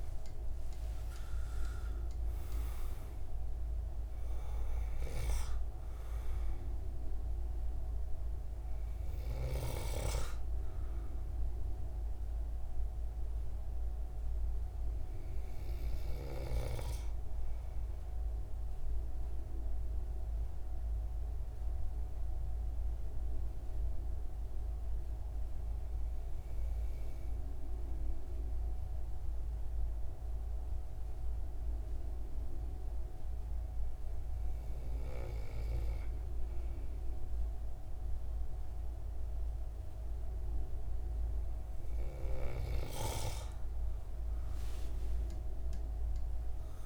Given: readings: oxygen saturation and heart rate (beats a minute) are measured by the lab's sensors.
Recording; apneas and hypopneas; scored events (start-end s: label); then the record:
breathing in sleep by a room microphone; 1
0.00-2.00 s: arousal
0.00-26.00 s: oxygen desaturation (device-marked, oxygen 91% lowest)
16.50-40.50 s: hypopnea (oxygen 97% before, 92% lowest)
43.50-46.86 s: arousal
From the record:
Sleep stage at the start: N2 (light sleep); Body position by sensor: on the right side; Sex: male